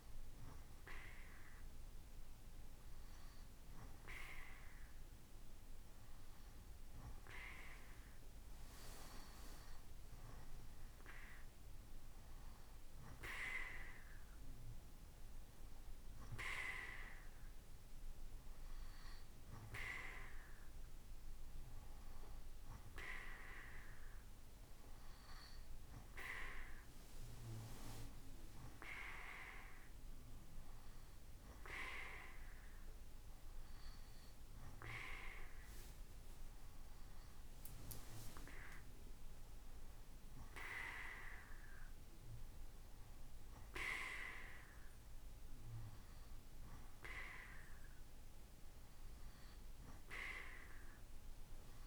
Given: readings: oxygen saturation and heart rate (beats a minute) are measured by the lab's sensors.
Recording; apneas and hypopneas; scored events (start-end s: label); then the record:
a person awake in a sleep study, by a room microphone; none
none scored
From the record:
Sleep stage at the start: awake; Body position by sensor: on the right side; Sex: male